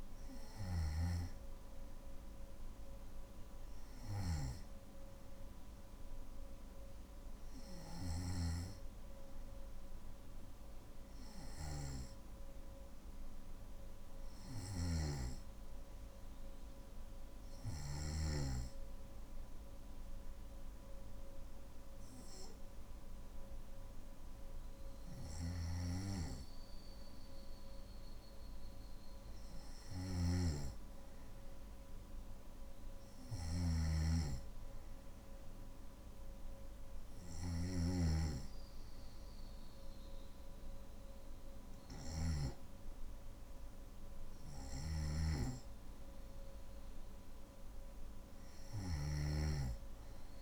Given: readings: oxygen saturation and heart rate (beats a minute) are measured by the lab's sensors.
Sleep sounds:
breathing in sleep by a room microphone; none
29.50-37.50 s: snoring (device-marked)
44.00-50.42 s: snoring (device-marked)
From the record:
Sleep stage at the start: N1 (lightest sleep); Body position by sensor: on the back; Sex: male

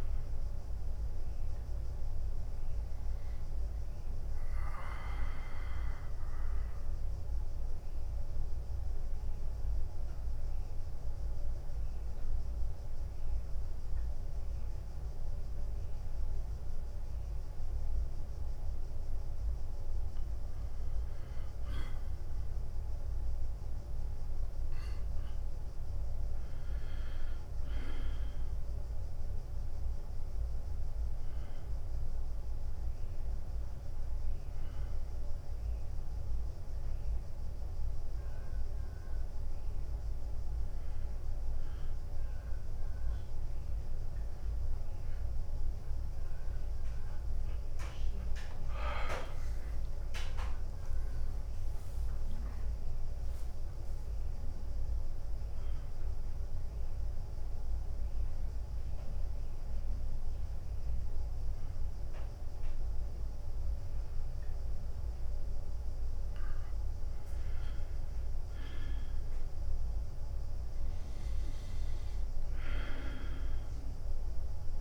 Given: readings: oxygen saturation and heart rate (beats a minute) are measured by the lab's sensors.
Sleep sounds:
breathing in sleep, hard to hear, by a room microphone; 3
0.00-5.50 s: oxygen desaturation (device-marked, oxygen 91% lowest, heart rate 89 extreme)
8.50-22.00 s: obstructive apnea (oxygen 97% before, 89% lowest, heart rate 95 before, 89 extreme, up 0 after)
25.50-29.50 s: arousal
27.50-57.50 s: new sleep stage, N1 (lightest sleep)
29.50-47.50 s: oxygen desaturation (device-marked, oxygen 97% before, 89% lowest, heart rate 93 before, 94 extreme)
37.00-49.50 s: mixed apnea (oxygen 97% before, 89% lowest, heart rate 93 before, 93 extreme, up 5 after)
51.00-54.50 s: arousal
52.50-57.50 s: tachycardia (device-marked, heart rate 96 before, 102 extreme)
57.50-74.81 s: new sleep stage, N2 (light sleep)
58.00-68.00 s: obstructive apnea (oxygen 96% before, 90% lowest, heart rate 99 before, 92 extreme)
70.00-74.00 s: arousal
From the record:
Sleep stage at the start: N2 (light sleep); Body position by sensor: on the back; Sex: male

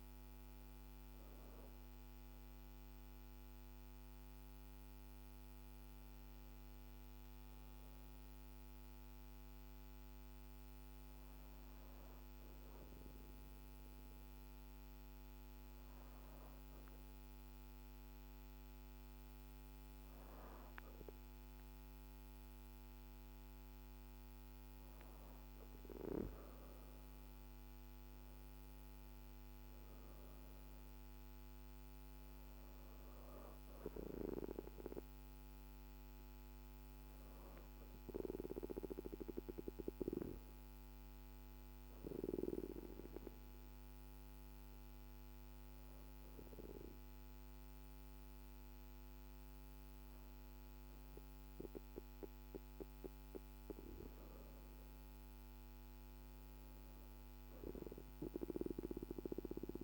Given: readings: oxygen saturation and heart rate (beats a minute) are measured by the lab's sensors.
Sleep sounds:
breathing in sleep by a microphone on the trachea; 1
9.50-24.50 s: hypopnea (oxygen 98% before, 92% lowest, heart rate 48 before, 35 extreme)
23.00-47.00 s: oxygen desaturation (device-marked, oxygen 96% before, 92% lowest, heart rate 51 before, 35 extreme)
27.50-31.50 s: arousal
54.50-59.00 s: arousal
From the record:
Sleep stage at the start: N2 (light sleep); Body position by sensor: on the back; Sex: female

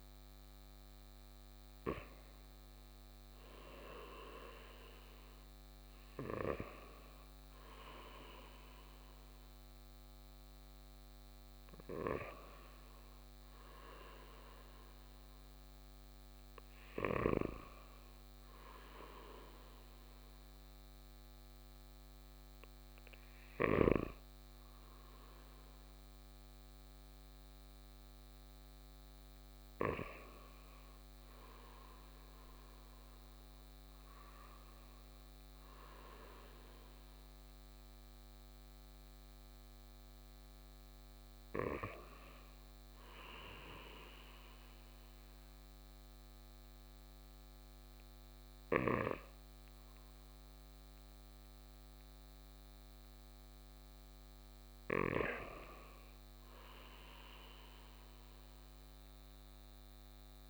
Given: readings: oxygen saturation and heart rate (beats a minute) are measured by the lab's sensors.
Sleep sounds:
breathing in sleep by a microphone on the trachea; 1
33.50-37.00 s: arousal
42.50-55.00 s: hypopnea (oxygen 98% before, 92% lowest, heart rate 61 before, 57 extreme, up 2 after)
57.00-60.50 s: arousal
From the record:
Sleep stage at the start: N2 (light sleep); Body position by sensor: on the right side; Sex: male

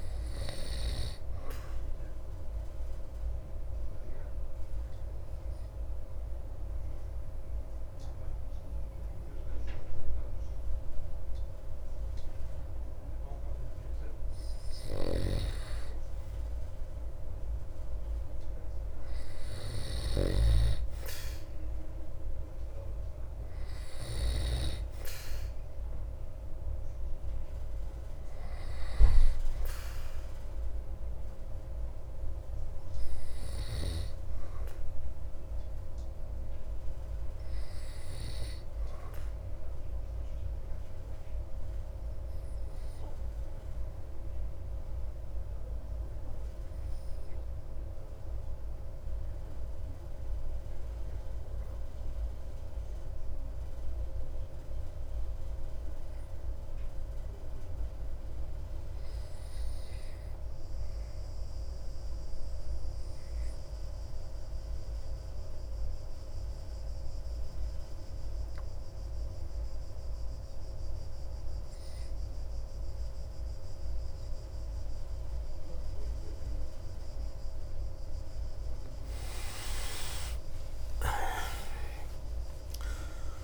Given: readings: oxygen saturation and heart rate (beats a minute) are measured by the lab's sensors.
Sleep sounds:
breathing in sleep by a room microphone; 2
0.00-11.50 s: oxygen desaturation (device-marked, oxygen 93% lowest)
1.00-15.50 s: obstructive apnea (oxygen 99% before, 92% lowest)
18.00-21.00 s: arousal
35.50-43.50 s: oxygen desaturation (device-marked, oxygen 96% before, 92% lowest)
39.50-78.00 s: obstructive apnea (oxygen 96% before, 81% lowest)
64.50-83.44 s: oxygen desaturation (device-marked, oxygen 96% before, 81% lowest)
80.00-83.44 s: arousal
From the record:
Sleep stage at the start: N2 (light sleep); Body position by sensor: on the back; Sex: male

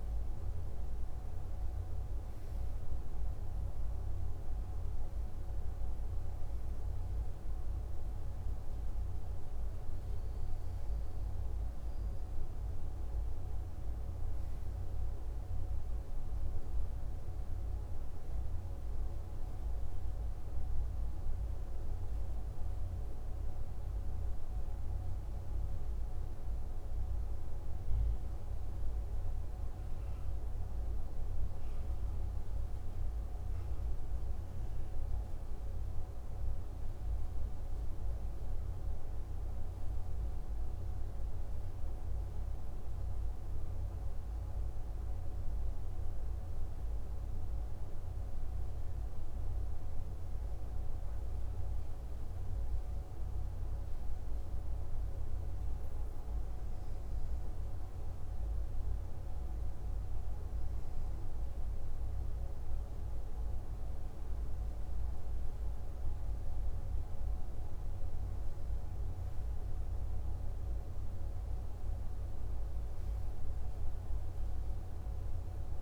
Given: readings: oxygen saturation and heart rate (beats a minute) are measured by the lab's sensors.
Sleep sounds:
breathing in sleep, hard to hear, by a room microphone; 1
21.50-40.00 s: hypopnea (oxygen 97% before, 96% lowest, heart rate 58 before, 52 extreme, up 1 after)
42.50-46.00 s: arousal
From the record:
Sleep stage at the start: REM sleep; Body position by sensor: on the back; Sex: male

